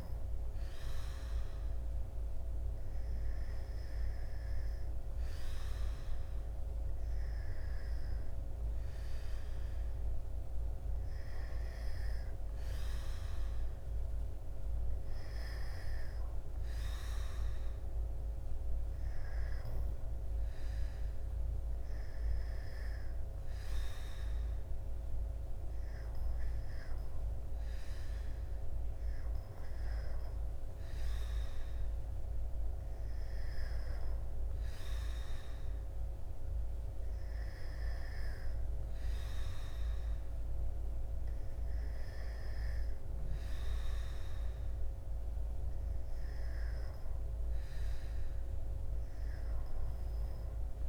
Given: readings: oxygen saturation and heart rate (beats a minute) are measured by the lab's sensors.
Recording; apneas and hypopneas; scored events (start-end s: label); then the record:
breathing in sleep, hard to hear, by a room microphone; none
none scored
From the record:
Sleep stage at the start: N2 (light sleep); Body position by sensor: on the back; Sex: male